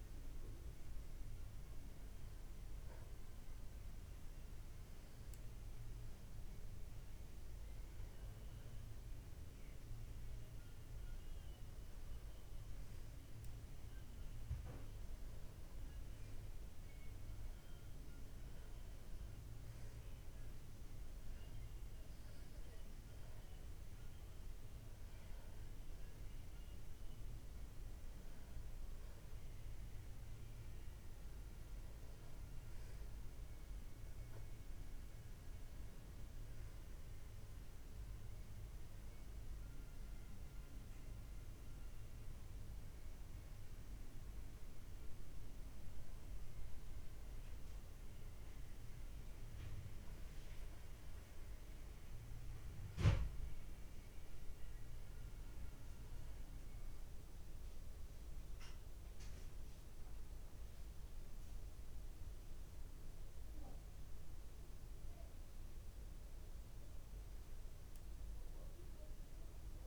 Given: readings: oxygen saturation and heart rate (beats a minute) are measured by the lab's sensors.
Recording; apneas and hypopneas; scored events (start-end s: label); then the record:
breathing in sleep, hard to hear, by a room microphone; none
none scored
From the record:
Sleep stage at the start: N1 (lightest sleep); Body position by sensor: on the back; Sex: male